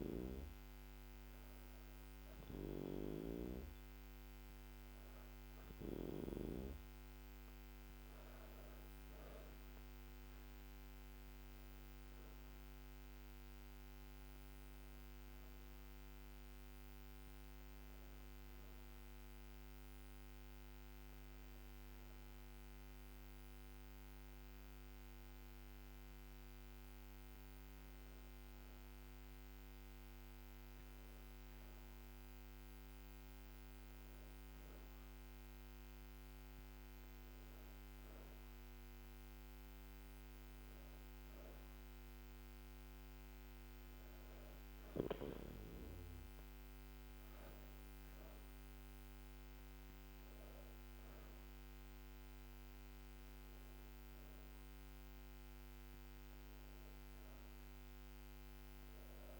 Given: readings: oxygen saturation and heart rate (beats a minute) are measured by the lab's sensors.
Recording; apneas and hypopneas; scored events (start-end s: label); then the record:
breathing in sleep by a microphone on the trachea; none
9.00-12.50 s: arousal
From the record:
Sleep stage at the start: N2 (light sleep); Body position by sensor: on the back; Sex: female